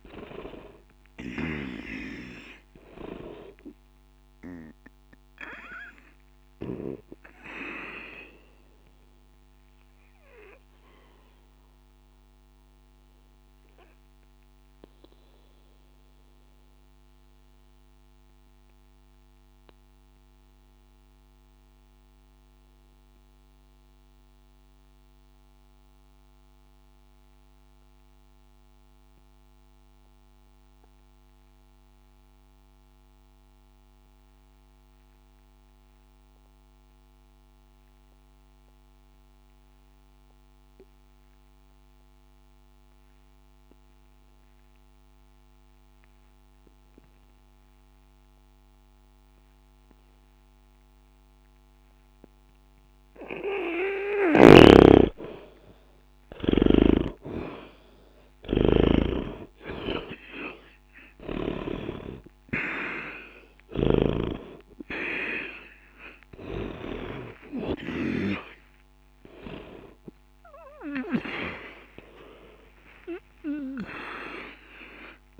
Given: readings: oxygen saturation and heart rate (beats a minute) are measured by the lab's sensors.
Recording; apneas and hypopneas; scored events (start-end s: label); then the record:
breathing in sleep by a microphone on the trachea; 1
0.00-27.00 s: oxygen desaturation (device-marked, oxygen 74% lowest, heart rate 60 extreme)
7.50-54.00 s: obstructive apnea (oxygen 95% before, 73% lowest, heart rate 60 before, 59 extreme, up 11 after)
44.00-75.40 s: oxygen desaturation (device-marked, oxygen 99% before, 73% lowest, heart rate 60 before, 59 extreme)
54.50-64.00 s: snoring (device-marked)
62.50-68.00 s: arousal
From the record:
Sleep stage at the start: N2 (light sleep); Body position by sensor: on the back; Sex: male